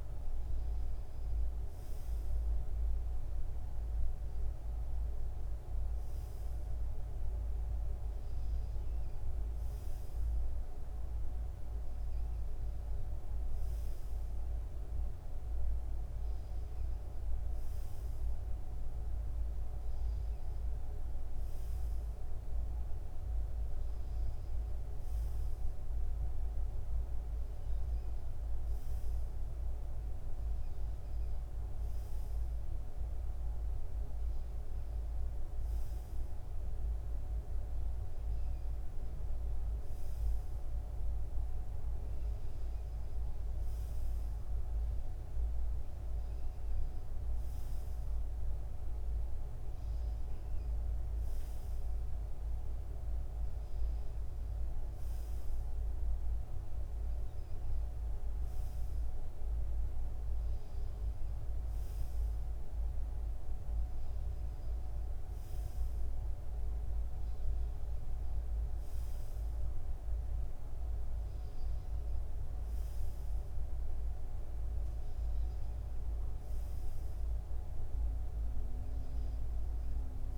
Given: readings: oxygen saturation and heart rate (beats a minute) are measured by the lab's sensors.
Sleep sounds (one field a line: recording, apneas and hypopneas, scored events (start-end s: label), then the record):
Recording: breathing in sleep, hard to hear, by a room microphone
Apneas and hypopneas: none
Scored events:
none scored
From the record:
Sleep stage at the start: N2 (light sleep)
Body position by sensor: on the front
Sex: male